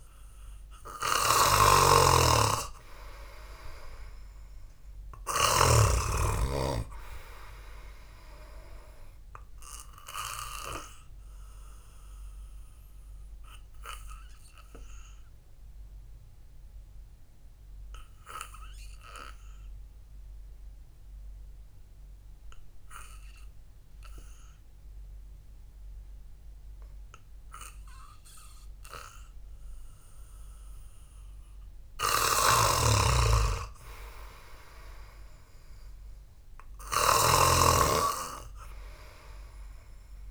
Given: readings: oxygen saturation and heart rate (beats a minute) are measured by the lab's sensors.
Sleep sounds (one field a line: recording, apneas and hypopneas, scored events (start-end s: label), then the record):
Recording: breathing in sleep by a room microphone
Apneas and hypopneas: 1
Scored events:
0.00-1.00 s: arousal
2.00-6.50 s: snoring (device-marked)
11.00-33.00 s: oxygen desaturation (device-marked, oxygen 97% before, 91% lowest, heart rate 61 before, 52 extreme)
12.50-30.00 s: obstructive apnea (oxygen 98% before, 89% lowest, heart rate 60 before, 52 extreme, up 3 after)
33.00-37.50 s: arousal
33.00-38.00 s: snoring (device-marked)
From the record:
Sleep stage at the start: N2 (light sleep)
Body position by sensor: on the back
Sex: male